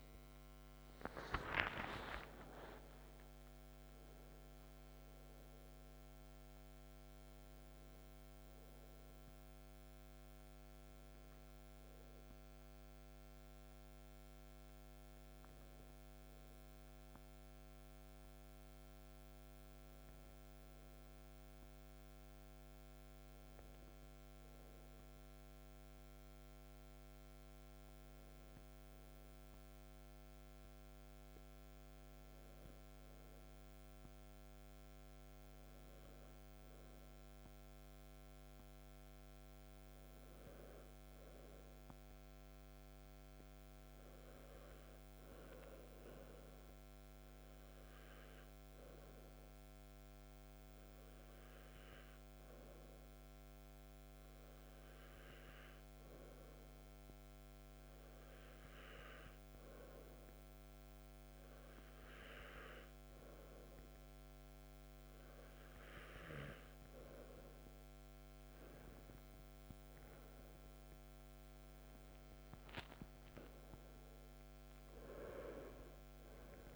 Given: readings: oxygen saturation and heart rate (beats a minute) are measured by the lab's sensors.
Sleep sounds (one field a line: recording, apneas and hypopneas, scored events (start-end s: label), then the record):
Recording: breathing in sleep by a microphone on the trachea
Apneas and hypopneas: 1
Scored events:
0.00-1.50 s: arousal
35.00-67.00 s: hypopnea (oxygen 98% before, 94% lowest, heart rate 53 before, 47 extreme, up 9 after)
68.50-73.50 s: arousal
From the record:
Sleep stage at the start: N2 (light sleep)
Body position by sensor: on the back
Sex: male